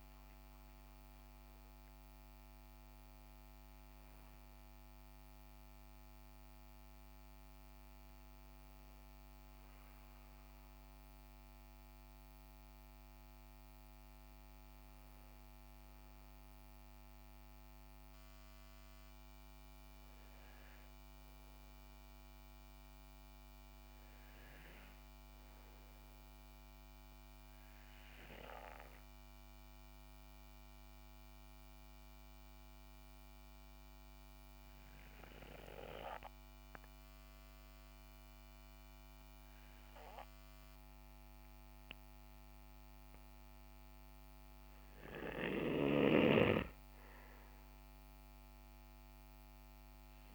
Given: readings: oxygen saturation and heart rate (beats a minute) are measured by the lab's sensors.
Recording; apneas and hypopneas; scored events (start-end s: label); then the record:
breathing in sleep by a microphone on the trachea; 1
0.00-9.50 s: oxygen desaturation (device-marked, oxygen 90% lowest, heart rate 58 extreme)
19.50-23.00 s: arousal
25.50-44.50 s: obstructive apnea (oxygen 97% before, 90% lowest, heart rate 60 before, 58 extreme, up 5 after)
43.50-50.35 s: oxygen desaturation (device-marked, oxygen 95% before, 90% lowest, heart rate 62 before, 58 extreme)
From the record:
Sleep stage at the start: N2 (light sleep); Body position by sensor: on the right side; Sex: male